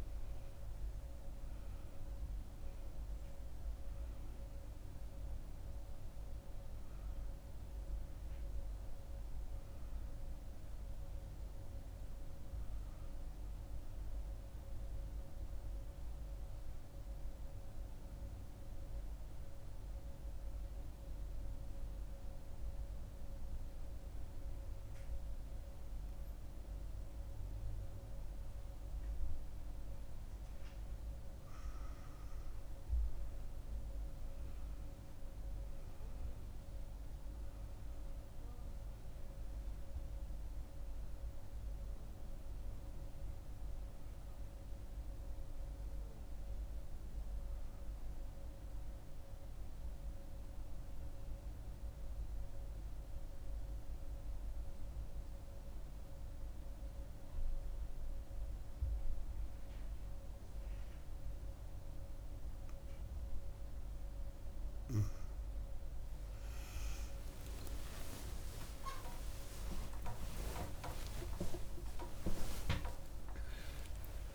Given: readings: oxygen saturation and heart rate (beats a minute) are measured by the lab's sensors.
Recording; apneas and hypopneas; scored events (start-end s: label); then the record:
breathing in sleep by a room microphone; 2
15.00-30.00 s: central apnea (oxygen 98% before, 91% lowest, heart rate 98 before, 73 extreme, up 8 after)
30.50-47.50 s: oxygen desaturation (device-marked, oxygen 98% before, 92% lowest, heart rate 81 before, 74 extreme)
34.00-38.50 s: arousal
50.00-65.00 s: mixed apnea (oxygen 98% before, 89% lowest, heart rate 80 before, 74 extreme, up 35 after)
63.50-74.35 s: oxygen desaturation (device-marked, oxygen 96% before, 91% lowest, heart rate 77 before, 73 extreme)
68.00-74.35 s: arousal
From the record:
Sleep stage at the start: N1 (lightest sleep); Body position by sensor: on the back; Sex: female